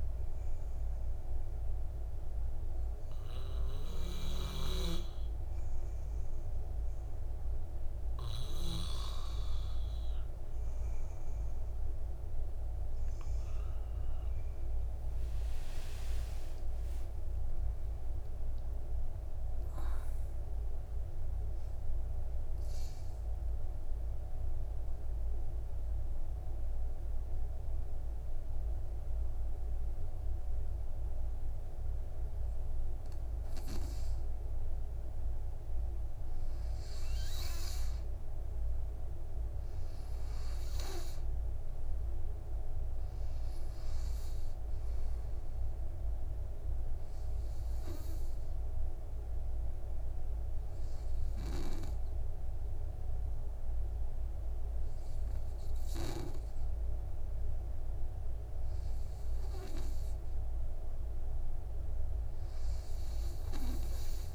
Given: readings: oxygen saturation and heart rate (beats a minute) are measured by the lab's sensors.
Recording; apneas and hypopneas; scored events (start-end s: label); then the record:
breathing in sleep by a room microphone; 1
15.00-20.00 s: arousal
16.50-18.50 s: long interval between heartbeats (device-marked, heart rate 58 before, 72 extreme)
24.00-36.50 s: obstructive apnea (oxygen 96% before, 92% lowest, heart rate 70 before, 53 extreme, up 9 after)
39.50-44.00 s: arousal
43.00-63.00 s: oxygen desaturation (device-marked, oxygen 98% before, 93% lowest, heart rate 60 before, 53 extreme)
From the record:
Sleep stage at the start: N2 (light sleep); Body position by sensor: on the back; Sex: male